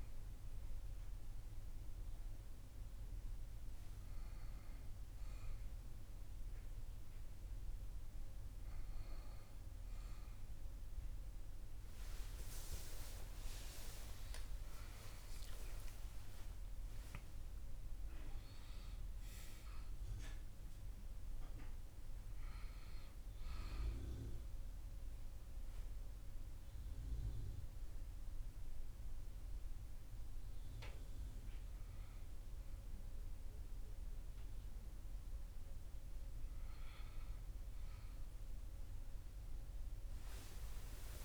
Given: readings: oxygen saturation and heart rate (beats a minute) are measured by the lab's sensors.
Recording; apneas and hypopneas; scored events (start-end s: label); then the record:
breathing in sleep by a room microphone; none
12.00-16.50 s: arousal
From the record:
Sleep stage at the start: REM sleep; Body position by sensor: on the back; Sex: male